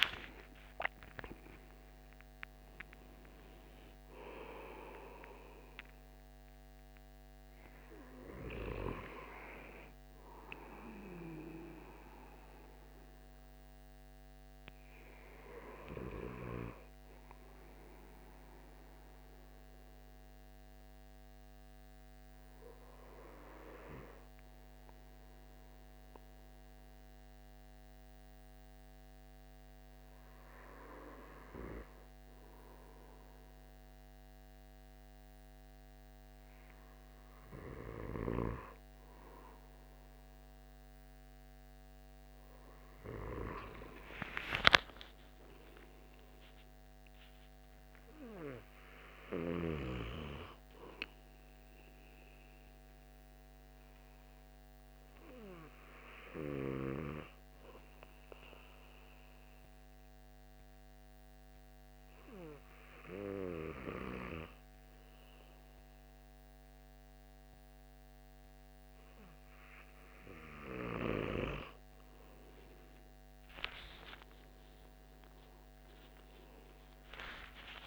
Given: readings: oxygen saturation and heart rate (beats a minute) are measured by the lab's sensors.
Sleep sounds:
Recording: breathing in sleep by a microphone on the trachea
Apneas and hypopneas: 2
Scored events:
0.00-3.00 s: arousal
13.00-41.50 s: hypopnea (oxygen 96% before, 93% lowest, heart rate 75 before, 61 extreme, up 31 after)
52.50-71.00 s: hypopnea (oxygen 97% before, 92% lowest, heart rate 81 before, 61 extreme, up 43 after)
73.00-77.87 s: arousal
From the record:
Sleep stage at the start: N2 (light sleep)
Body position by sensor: on the back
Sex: male

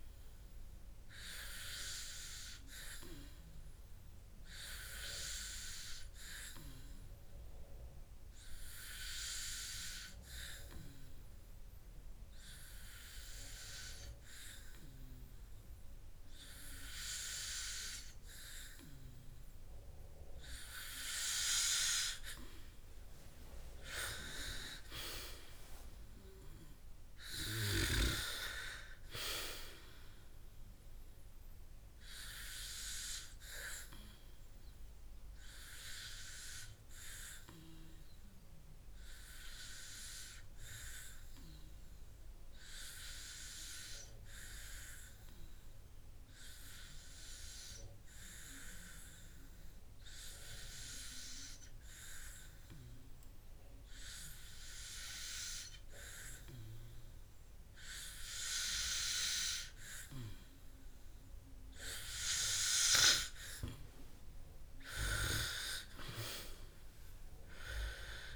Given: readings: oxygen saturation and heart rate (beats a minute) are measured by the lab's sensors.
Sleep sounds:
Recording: breathing in sleep by a room microphone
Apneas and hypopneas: 2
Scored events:
3.50-19.00 s: hypopnea (oxygen 97% before, 94% lowest, heart rate 63 before, 53 extreme, up 12 after)
21.50-25.00 s: arousal
38.00-61.50 s: hypopnea (oxygen 97% before, 95% lowest, heart rate 64 before, 51 extreme, up 16 after)
64.50-67.50 s: arousal
From the record:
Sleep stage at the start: N2 (light sleep)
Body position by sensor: on the back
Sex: male

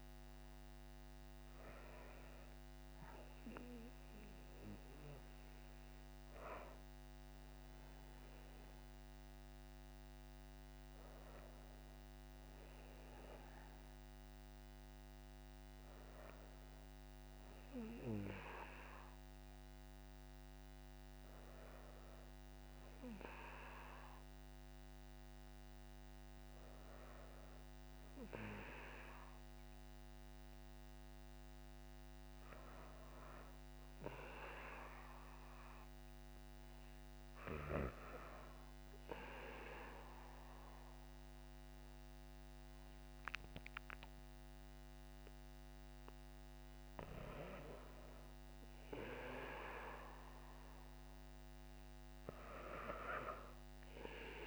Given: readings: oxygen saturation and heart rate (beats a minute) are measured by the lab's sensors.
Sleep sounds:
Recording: breathing in sleep by a microphone on the trachea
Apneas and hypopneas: none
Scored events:
32.00-54.47 s: new sleep stage, N2 (light sleep)
From the record:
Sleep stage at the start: N1 (lightest sleep)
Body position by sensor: on the back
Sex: female

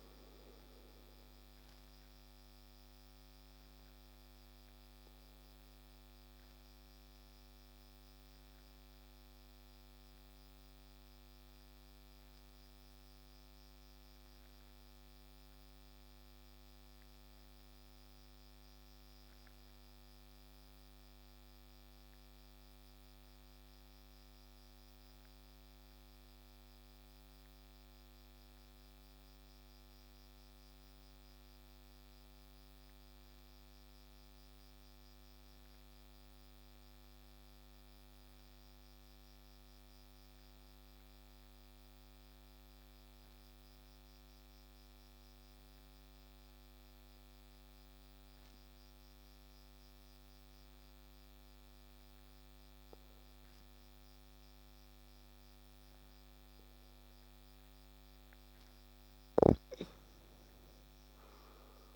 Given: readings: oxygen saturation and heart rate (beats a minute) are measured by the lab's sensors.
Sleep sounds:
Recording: breathing in sleep, hard to hear, by a microphone on the trachea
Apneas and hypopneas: 1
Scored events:
0.00-23.50 s: oxygen desaturation (device-marked, oxygen 86% lowest)
2.00-57.50 s: obstructive apnea (oxygen 95% before, 86% lowest)
59.50-61.96 s: arousal
59.50-61.96 s: oxygen desaturation (device-marked, oxygen 96% before, 89% lowest, heart rate 39 before, 26 extreme)
From the record:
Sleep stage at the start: N2 (light sleep)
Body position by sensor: on the back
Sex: male

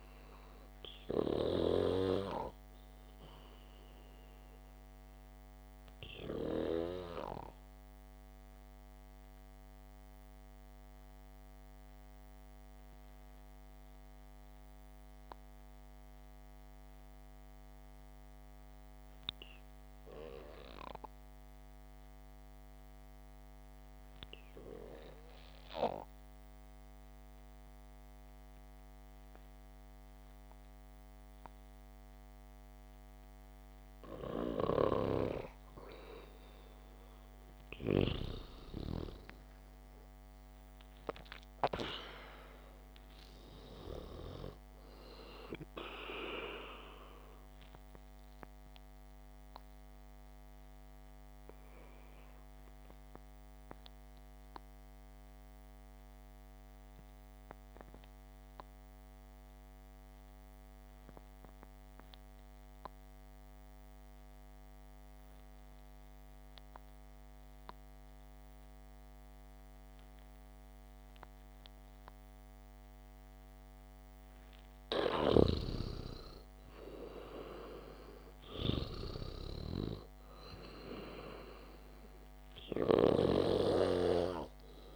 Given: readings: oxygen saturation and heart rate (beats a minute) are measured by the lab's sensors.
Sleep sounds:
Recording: breathing in sleep by a microphone on the trachea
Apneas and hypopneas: 2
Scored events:
0.00-4.50 s: oxygen desaturation (device-marked, oxygen 91% lowest, heart rate 60 extreme)
7.00-36.00 s: obstructive apnea (oxygen 98% before, 91% lowest, heart rate 63 before, 59 extreme, up 3 after)
33.50-52.50 s: oxygen desaturation (device-marked, oxygen 99% before, 92% lowest, heart rate 69 before, 60 extreme)
38.00-42.50 s: arousal
49.50-74.00 s: obstructive apnea (oxygen 99% before, 90% lowest, heart rate 64 before, 60 extreme, up 0 after)
76.00-80.00 s: arousal
81.50-84.96 s: oxygen desaturation (device-marked, oxygen 98% before, 92% lowest, heart rate 67 before, 62 extreme)
From the record:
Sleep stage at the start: N2 (light sleep)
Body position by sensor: on the back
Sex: male

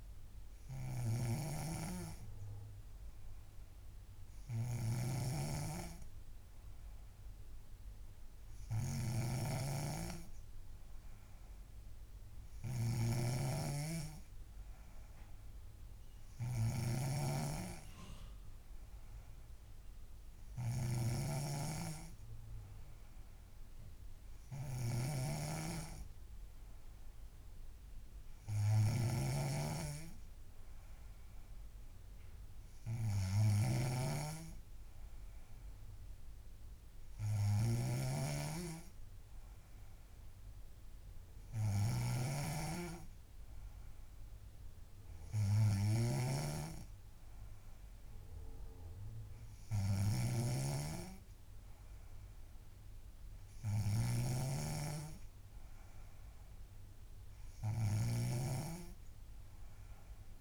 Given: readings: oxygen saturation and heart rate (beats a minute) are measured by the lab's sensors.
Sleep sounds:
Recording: breathing in sleep by a room microphone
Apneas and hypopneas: none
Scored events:
0.00-60.41 s: snoring (device-marked)
From the record:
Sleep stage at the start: N3 (deep sleep)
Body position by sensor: on the back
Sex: female

